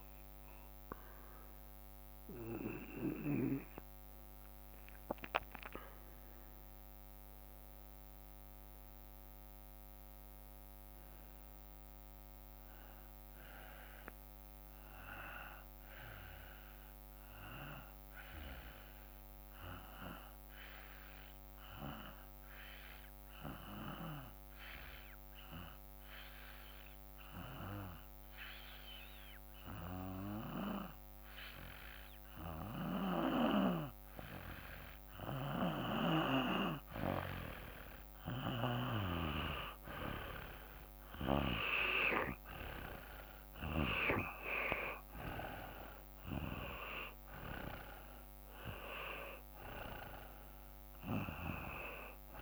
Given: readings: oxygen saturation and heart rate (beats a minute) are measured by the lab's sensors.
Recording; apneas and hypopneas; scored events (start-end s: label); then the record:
breathing in sleep by a microphone on the trachea; 1
21.50-35.50 s: hypopnea (oxygen 96% before, 88% lowest, heart rate 55 before, 55 extreme, up 3 after)
37.50-41.50 s: arousal
38.50-44.00 s: snoring (device-marked)
40.50-52.42 s: oxygen desaturation (device-marked, oxygen 96% before, 88% lowest, heart rate 55 before, 53 extreme)
From the record:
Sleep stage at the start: N2 (light sleep); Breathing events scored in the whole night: 191 in 4.5 hours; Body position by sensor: on the back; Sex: male